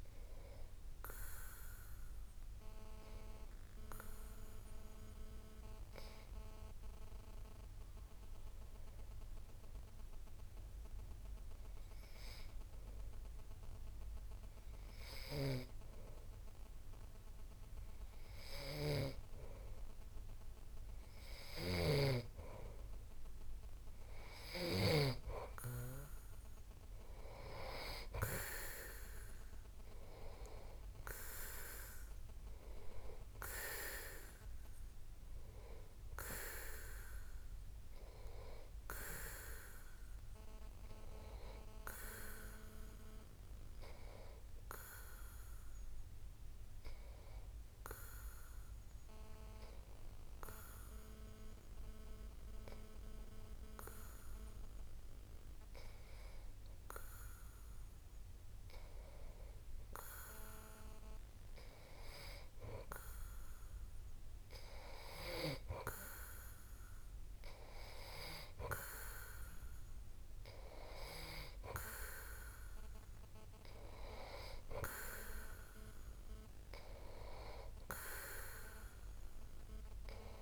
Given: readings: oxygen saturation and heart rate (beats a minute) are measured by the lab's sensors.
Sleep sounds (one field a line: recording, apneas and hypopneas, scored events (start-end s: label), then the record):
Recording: breathing in sleep by a room microphone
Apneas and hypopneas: 2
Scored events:
0.00-13.00 s: oxygen desaturation (device-marked, oxygen 91% lowest)
0.50-22.50 s: obstructive apnea (oxygen 97% before, 91% lowest)
21.50-25.00 s: snoring (device-marked)
25.00-29.00 s: arousal
26.00-55.00 s: oxygen desaturation (device-marked, oxygen 97% before, 93% lowest)
42.50-59.50 s: obstructive apnea (oxygen 97% before, 92% lowest)
63.00-66.50 s: arousal
From the record:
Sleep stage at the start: N2 (light sleep)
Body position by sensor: on the back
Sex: male